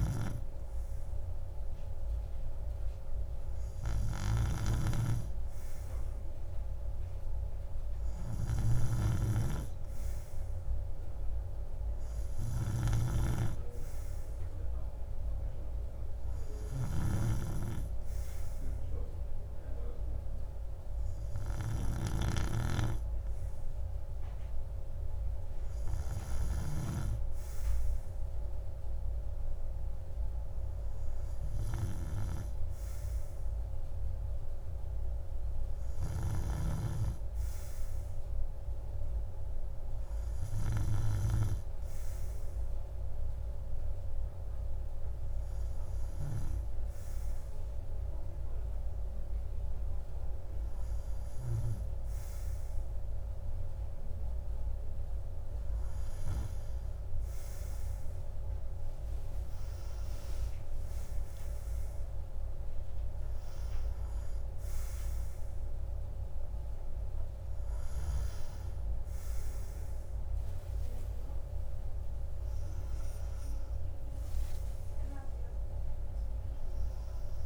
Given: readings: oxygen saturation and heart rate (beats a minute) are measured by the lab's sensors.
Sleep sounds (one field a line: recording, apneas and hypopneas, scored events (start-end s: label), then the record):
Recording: breathing in sleep by a room microphone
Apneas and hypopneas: none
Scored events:
72.50-77.46 s: arousal
From the record:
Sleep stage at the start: N2 (light sleep)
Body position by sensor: on the right side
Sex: male